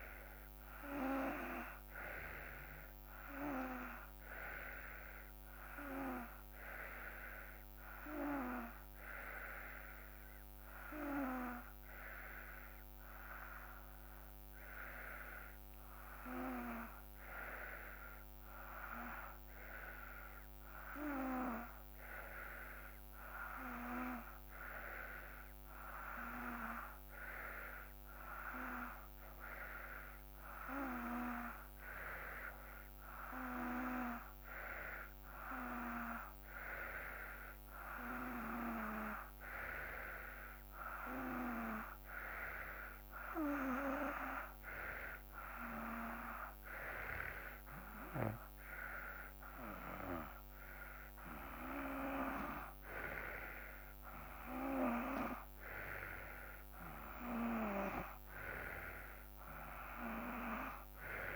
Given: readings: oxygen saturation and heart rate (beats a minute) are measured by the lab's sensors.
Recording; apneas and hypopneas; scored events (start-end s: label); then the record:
breathing in sleep by a microphone on the trachea; 1
0.00-11.00 s: oxygen desaturation (device-marked, oxygen 90% lowest, heart rate 54 extreme)
10.00-45.00 s: hypopnea (oxygen 96% before, 92% lowest, heart rate 58 before, 54 extreme, up 3 after)
49.00-53.50 s: arousal
From the record:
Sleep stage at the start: N2 (light sleep); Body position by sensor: on the back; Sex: male